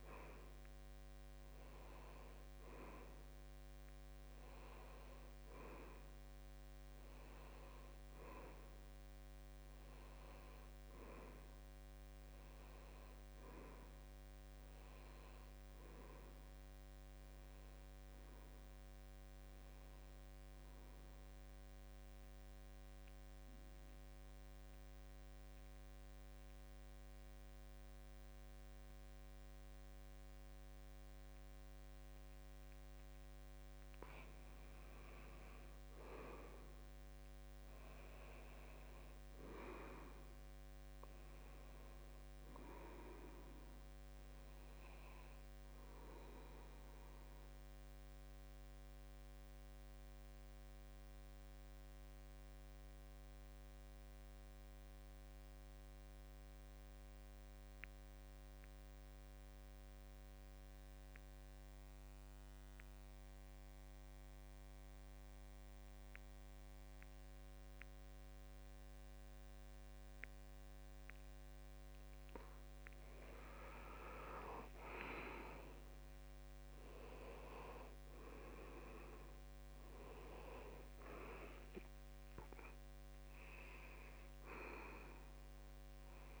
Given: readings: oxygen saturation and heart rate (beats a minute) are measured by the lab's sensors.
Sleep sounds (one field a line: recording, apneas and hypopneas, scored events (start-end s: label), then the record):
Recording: breathing in sleep by a microphone on the trachea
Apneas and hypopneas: 2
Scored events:
12.50-17.00 s: arousal
21.50-34.00 s: central apnea (oxygen 96% before, 88% lowest, heart rate 75 before, 71 extreme, up 5 after)
29.00-56.00 s: oxygen desaturation (device-marked, oxygen 95% before, 90% lowest, heart rate 74 before, 71 extreme)
36.50-41.50 s: arousal
47.00-72.50 s: obstructive apnea (oxygen 95% before, 87% lowest, heart rate 74 before, 70 extreme, up 4 after)
67.00-86.40 s: oxygen desaturation (device-marked, oxygen 94% before, 87% lowest, heart rate 72 before, 70 extreme)
From the record:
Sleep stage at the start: N2 (light sleep)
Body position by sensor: on the back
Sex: male